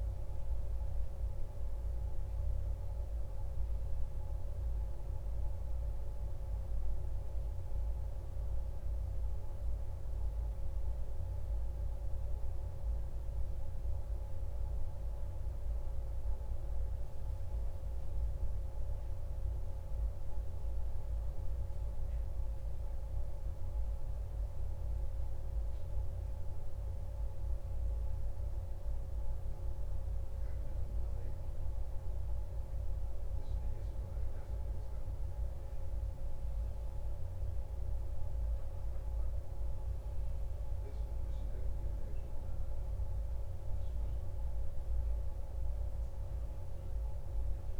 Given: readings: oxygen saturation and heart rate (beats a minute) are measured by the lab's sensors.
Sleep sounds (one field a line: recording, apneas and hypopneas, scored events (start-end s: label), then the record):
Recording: breathing in sleep, hard to hear, by a room microphone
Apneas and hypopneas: none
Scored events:
none scored
From the record:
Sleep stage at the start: N1 (lightest sleep)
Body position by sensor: on the back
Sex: male